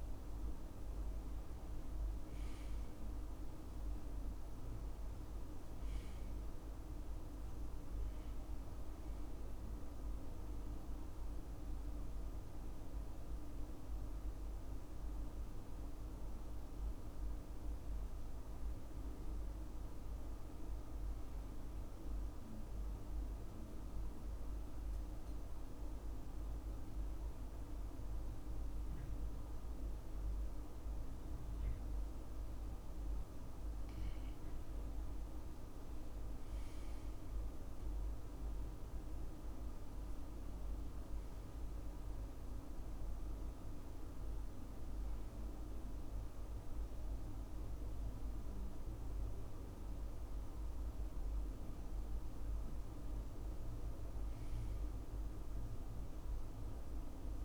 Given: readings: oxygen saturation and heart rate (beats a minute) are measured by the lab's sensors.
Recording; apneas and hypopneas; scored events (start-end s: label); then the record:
breathing in sleep, hard to hear, by a room microphone; 1
0.00-22.00 s: oxygen desaturation (device-marked, oxygen 96% before, 90% lowest, heart rate 71 before, 64 extreme)
22.50-34.00 s: obstructive apnea (oxygen 97% before, 92% lowest, heart rate 69 before, 64 extreme, up 5 after)
35.50-39.00 s: arousal
41.00-57.45 s: oxygen desaturation (device-marked, oxygen 97% before, 92% lowest, heart rate 69 before, 63 extreme)
From the record:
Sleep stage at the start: N2 (light sleep); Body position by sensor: on the right side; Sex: male